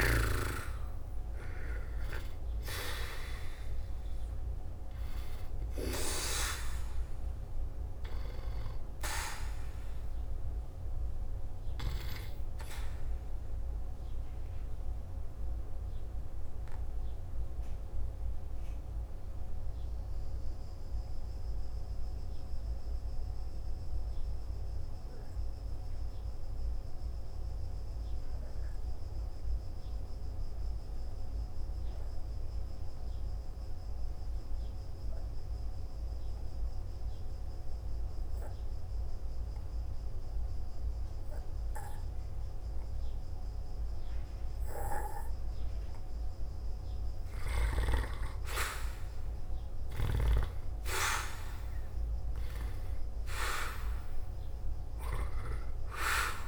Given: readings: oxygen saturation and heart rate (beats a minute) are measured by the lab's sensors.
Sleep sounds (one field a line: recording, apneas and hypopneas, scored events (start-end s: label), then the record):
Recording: breathing in sleep by a room microphone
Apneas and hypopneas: 1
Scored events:
0.00-3.50 s: arousal
13.00-46.00 s: obstructive apnea (oxygen 94% before, 84% lowest, heart rate 58 before, 54 extreme, up 3 after)
25.50-39.50 s: oxygen desaturation (device-marked, oxygen 92% before, 87% lowest, heart rate 59 before, 54 extreme)
47.50-56.48 s: oxygen desaturation (device-marked, oxygen 97% before, 84% lowest, heart rate 56 before, 54 extreme)
49.00-52.50 s: arousal
From the record:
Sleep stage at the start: N2 (light sleep)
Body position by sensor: on the back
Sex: male